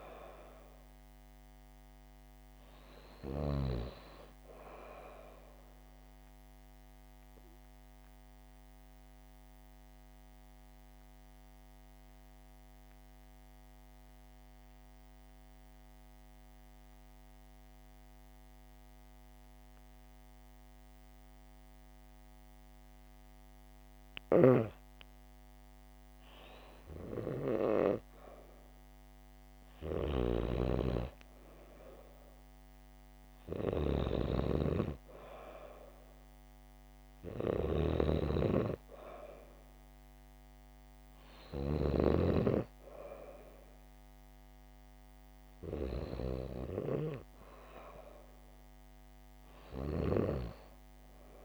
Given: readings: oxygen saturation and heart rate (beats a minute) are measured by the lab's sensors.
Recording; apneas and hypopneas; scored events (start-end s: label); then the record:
breathing in sleep by a microphone on the trachea; 1
0.00-7.00 s: oxygen desaturation (device-marked, oxygen 88% lowest, heart rate 77 extreme)
7.00-24.00 s: obstructive apnea (oxygen 96% before, 93% lowest, heart rate 81 before, 77 extreme, up 4 after)
26.50-30.00 s: arousal
30.00-42.00 s: snoring (device-marked)
30.00-50.00 s: oxygen desaturation (device-marked, oxygen 99% before, 93% lowest, heart rate 79 before, 79 extreme)
50.00-51.45 s: snoring (device-marked)
From the record:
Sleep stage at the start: N2 (light sleep); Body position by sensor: on the back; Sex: female